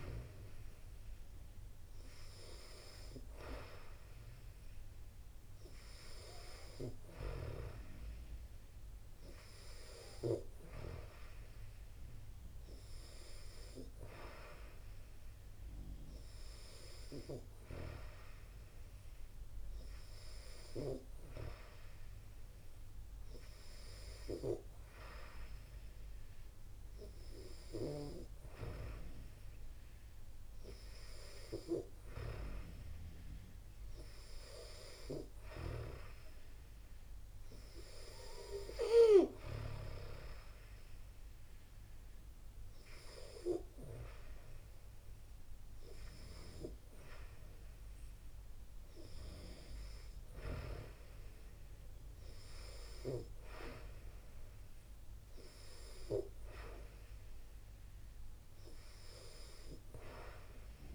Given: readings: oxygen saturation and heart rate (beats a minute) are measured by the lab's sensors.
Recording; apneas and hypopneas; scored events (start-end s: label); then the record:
breathing in sleep by a room microphone; none
none scored
From the record:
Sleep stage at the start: N2 (light sleep); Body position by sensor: on the back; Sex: female